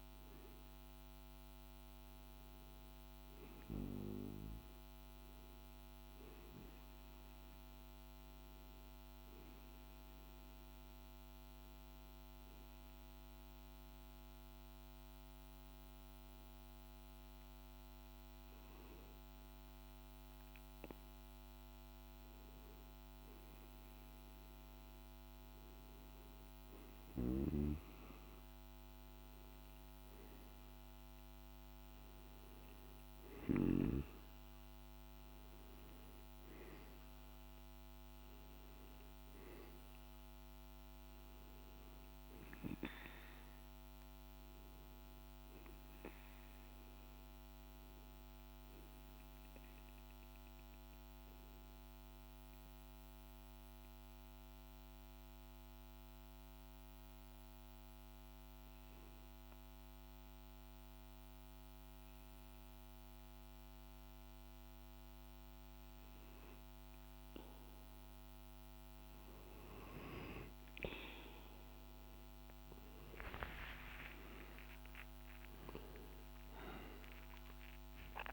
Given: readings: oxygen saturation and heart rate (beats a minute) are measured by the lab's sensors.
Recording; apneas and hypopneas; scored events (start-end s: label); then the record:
breathing in sleep by a microphone on the trachea; 2
0.00-2.00 s: oxygen desaturation (device-marked, oxygen 93% lowest, heart rate 53 extreme)
5.00-21.00 s: obstructive apnea (oxygen 97% before, 91% lowest, heart rate 54 before, 53 extreme, up 2 after)
22.50-26.00 s: arousal
48.50-64.50 s: obstructive apnea (oxygen 95% before, 90% lowest, heart rate 56 before, 55 extreme, up 0 after)
66.00-78.33 s: oxygen desaturation (device-marked, oxygen 97% before, 90% lowest, heart rate 55 before, 51 extreme)
71.00-75.50 s: arousal
From the record:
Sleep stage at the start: N2 (light sleep); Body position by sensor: on the right side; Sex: male